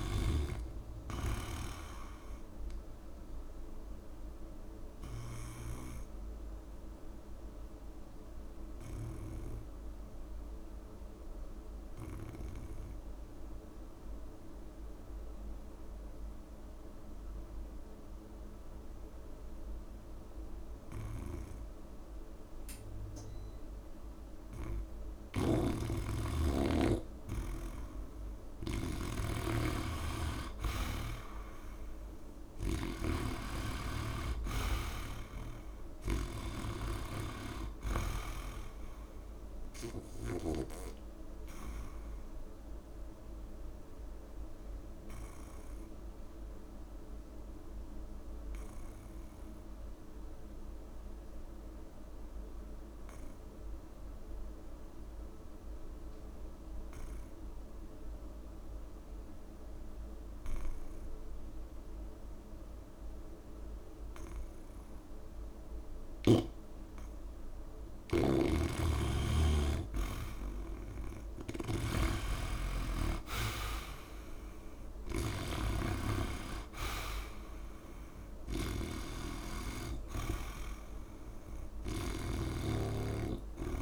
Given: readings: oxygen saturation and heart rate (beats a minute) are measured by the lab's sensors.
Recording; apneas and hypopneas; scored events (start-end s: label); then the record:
breathing in sleep by a room microphone; 2
0.00-1.50 s: long interval between heartbeats (device-marked, heart rate 30 extreme)
0.00-17.00 s: oxygen desaturation (device-marked, oxygen 84% lowest, heart rate 31 extreme)
5.00-24.50 s: obstructive apnea (oxygen 100% before, 84% lowest, heart rate 56 before, 44 extreme, up 19 after)
7.50-9.50 s: long interval between heartbeats (device-marked, heart rate 55 before, 69 extreme)
22.00-24.00 s: long interval between heartbeats (device-marked, heart rate 58 before, 80 extreme)
25.00-40.50 s: snoring (device-marked)
27.00-30.00 s: arousal
29.00-55.00 s: oxygen desaturation (device-marked, oxygen 98% before, 89% lowest, heart rate 69 before, 26 extreme)
43.50-45.50 s: long interval between heartbeats (device-marked, heart rate 66 before, 70 extreme)
43.50-67.00 s: obstructive apnea (oxygen 99% before, 84% lowest, heart rate 66 before, 26 extreme, up 12 after)
52.50-54.50 s: long interval between heartbeats (device-marked, heart rate 59 before, 67 extreme)
58.50-60.50 s: long interval between heartbeats (device-marked, heart rate 62 before, 59 extreme)
67.00-83.82 s: oxygen desaturation (device-marked, oxygen 98% before, 84% lowest, heart rate 56 before, 26 extreme)
67.50-83.82 s: snoring (device-marked)
68.50-70.50 s: long interval between heartbeats (device-marked, heart rate 56 before, 55 extreme)
70.00-74.00 s: arousal
82.50-83.82 s: long interval between heartbeats (device-marked, heart rate 46 before, 67 extreme)
From the record:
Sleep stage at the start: N2 (light sleep); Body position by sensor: on the back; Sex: male